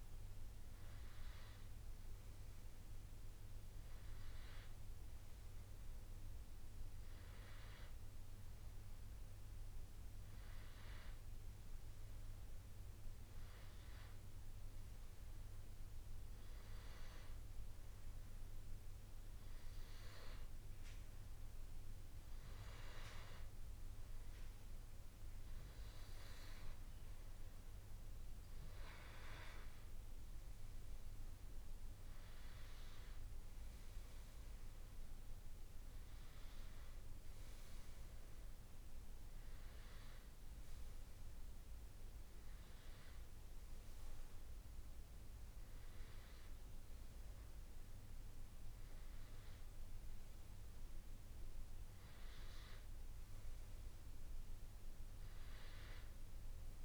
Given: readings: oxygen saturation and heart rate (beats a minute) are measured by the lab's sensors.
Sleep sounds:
breathing in sleep, hard to hear, by a room microphone; 1
5.50-10.00 s: arousal
15.00-27.50 s: hypopnea (oxygen 96% before, 93% lowest, heart rate 87 before, 82 extreme, up 3 after)
30.00-33.50 s: arousal
30.50-44.50 s: oxygen desaturation (device-marked, oxygen 96% before, 93% lowest, heart rate 85 before, 83 extreme)
54.00-56.85 s: arousal
From the record:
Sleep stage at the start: N2 (light sleep); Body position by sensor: on the back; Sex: male

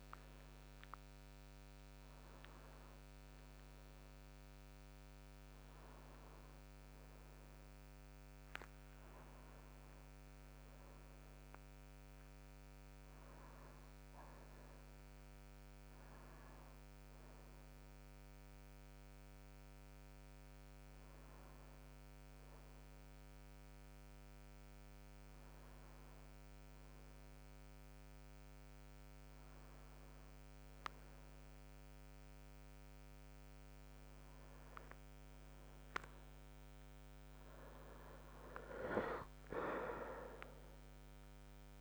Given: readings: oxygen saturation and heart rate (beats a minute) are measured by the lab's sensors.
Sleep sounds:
a person awake in a sleep study, by a microphone on the trachea; none
none scored
From the record:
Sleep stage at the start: awake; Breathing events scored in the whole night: 217 in 6.2 hours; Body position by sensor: on the back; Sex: male

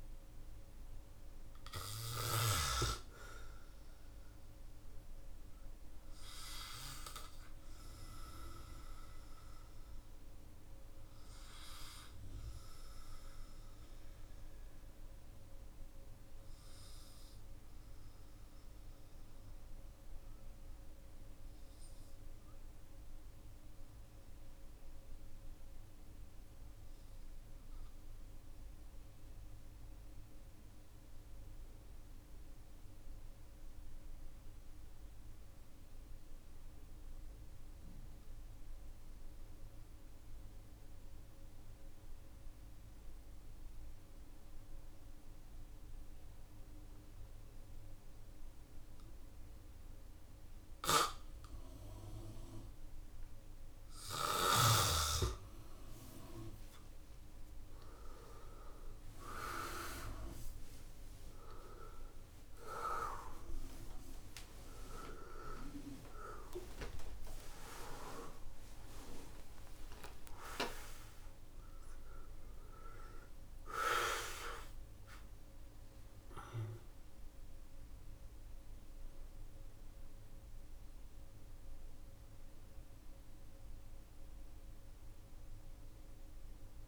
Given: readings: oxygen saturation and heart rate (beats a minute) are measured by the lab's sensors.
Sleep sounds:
breathing in sleep by a room microphone; 1
0.00-2.00 s: snoring (device-marked)
0.00-30.50 s: oxygen desaturation (device-marked, oxygen 91% lowest, heart rate 46 extreme)
7.00-54.50 s: mixed apnea (oxygen 97% before, 90% lowest, heart rate 48 before, 46 extreme, up 6 after)
44.50-80.50 s: oxygen desaturation (device-marked, oxygen 99% before, 90% lowest, heart rate 53 before, 47 extreme)
57.00-64.00 s: arousal
69.50-72.50 s: tachycardia (device-marked, heart rate 52 before, 96 extreme)
82.50-86.88 s: oxygen desaturation (device-marked, oxygen 93% before, 90% lowest, heart rate 82 before, 45 extreme)
From the record:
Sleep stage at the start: N2 (light sleep); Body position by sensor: on the back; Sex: male

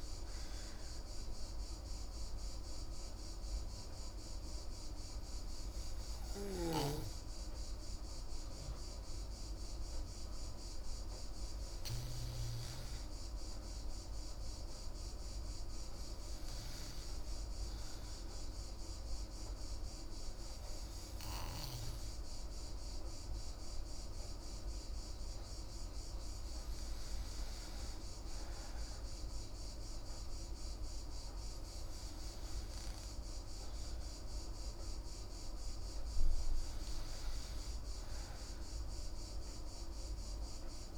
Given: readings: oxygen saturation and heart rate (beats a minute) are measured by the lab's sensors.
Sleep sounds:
breathing in sleep, hard to hear, by a room microphone; 1
0.00-18.00 s: oxygen desaturation (device-marked, oxygen 90% lowest, heart rate 109 extreme)
1.50-15.00 s: hypopnea (oxygen 97% before, 90% lowest, heart rate 62 before, 126 extreme, up 40 after)
20.00-24.00 s: arousal
From the record:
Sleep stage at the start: N2 (light sleep); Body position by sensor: on the back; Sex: female

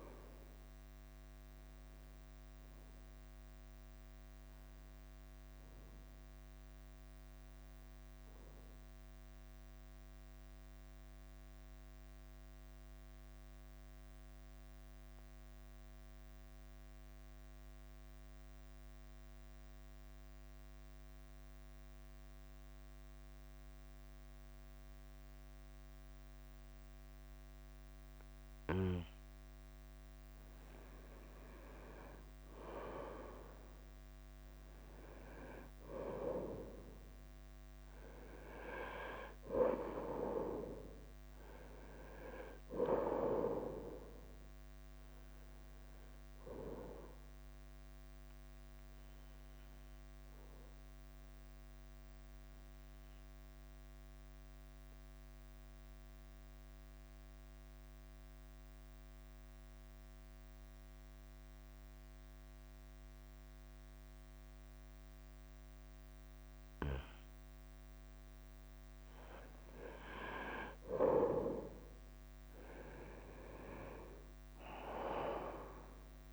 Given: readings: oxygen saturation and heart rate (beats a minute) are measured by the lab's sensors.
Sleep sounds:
breathing in sleep by a microphone on the trachea; 2
0.00-4.50 s: oxygen desaturation (device-marked, oxygen 91% lowest, heart rate 45 extreme)
0.00-76.33 s: bradycardia (device-marked, heart rate 45 extreme)
7.50-30.00 s: mixed apnea (oxygen 96% before, 92% lowest, heart rate 52 before, 49 extreme, up 1 after)
32.00-35.50 s: arousal
40.50-66.50 s: oxygen desaturation (device-marked, oxygen 97% before, 92% lowest, heart rate 50 before, 49 extreme)
49.00-68.00 s: obstructive apnea (oxygen 97% before, 92% lowest, heart rate 51 before, 49 extreme, up 2 after)
74.00-76.33 s: arousal
From the record:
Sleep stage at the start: N2 (light sleep); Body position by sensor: on the right side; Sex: male

